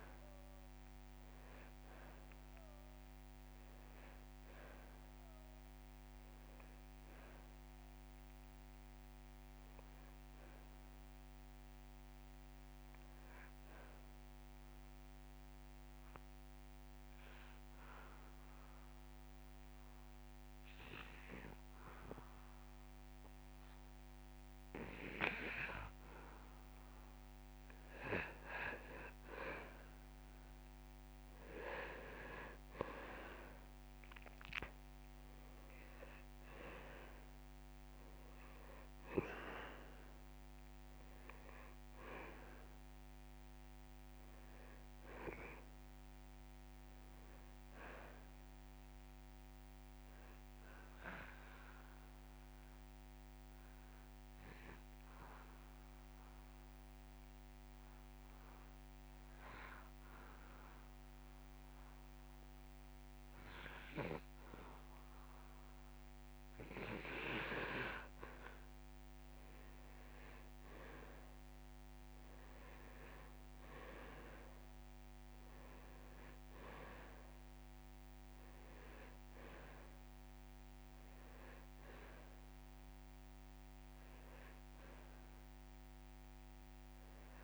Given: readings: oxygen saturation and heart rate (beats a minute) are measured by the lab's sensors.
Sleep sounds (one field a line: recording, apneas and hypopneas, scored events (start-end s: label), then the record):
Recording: breathing in sleep by a microphone on the trachea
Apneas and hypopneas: 2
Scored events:
0.00-4.00 s: oxygen desaturation (device-marked, oxygen 93% lowest)
7.50-11.00 s: arousal
15.50-28.50 s: obstructive apnea (oxygen 99% before, 90% lowest)
29.00-64.00 s: oxygen desaturation (device-marked, oxygen 98% before, 90% lowest)
34.00-37.50 s: arousal
50.50-66.50 s: obstructive apnea (oxygen 97% before, 90% lowest)
70.00-73.00 s: arousal
77.00-87.44 s: oxygen desaturation (device-marked, oxygen 98% before, 91% lowest)
From the record:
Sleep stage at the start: N2 (light sleep)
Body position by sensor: on the back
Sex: male